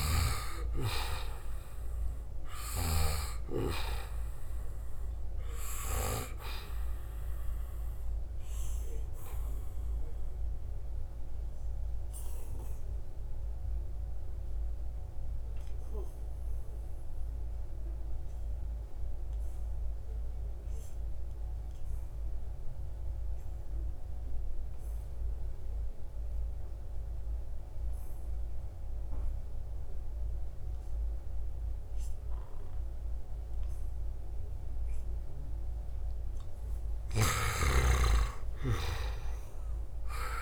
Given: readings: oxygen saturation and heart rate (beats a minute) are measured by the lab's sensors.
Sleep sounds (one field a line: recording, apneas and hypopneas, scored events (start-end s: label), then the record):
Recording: breathing in sleep by a room microphone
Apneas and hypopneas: 1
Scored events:
0.00-13.00 s: oxygen desaturation (device-marked, oxygen 92% lowest, heart rate 67 extreme)
7.50-36.00 s: obstructive apnea (oxygen 97% before, 87% lowest, heart rate 77 before, 67 extreme, up 7 after)
31.00-40.42 s: oxygen desaturation (device-marked, oxygen 97% before, 87% lowest, heart rate 76 before, 68 extreme)
40.00-40.42 s: new sleep stage, awake
From the record:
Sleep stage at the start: N2 (light sleep)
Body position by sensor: on the right side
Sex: male